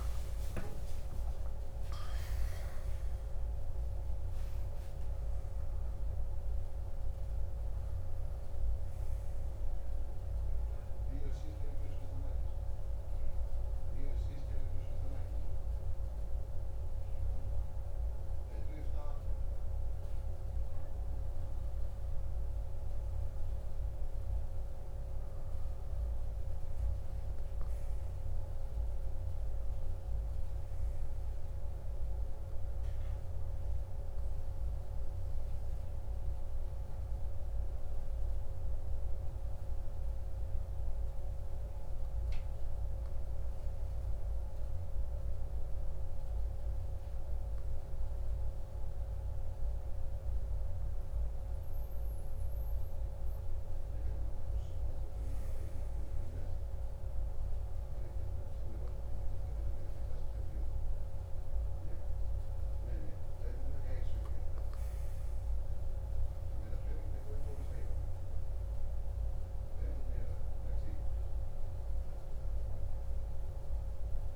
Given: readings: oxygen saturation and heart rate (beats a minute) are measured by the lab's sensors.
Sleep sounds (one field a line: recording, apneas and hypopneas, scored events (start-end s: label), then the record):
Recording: breathing in sleep, hard to hear, by a room microphone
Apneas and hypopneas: 2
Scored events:
0.00-2.00 s: arousal
11.00-22.00 s: hypopnea (oxygen 99% before, 97% lowest, heart rate 69 before, 52 extreme, up 1 after)
26.50-31.00 s: arousal
37.00-50.50 s: hypopnea (oxygen 100% before, 97% lowest, heart rate 53 before, 53 extreme, up 4 after)
54.00-58.50 s: arousal
From the record:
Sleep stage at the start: N1 (lightest sleep)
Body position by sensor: on the back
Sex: male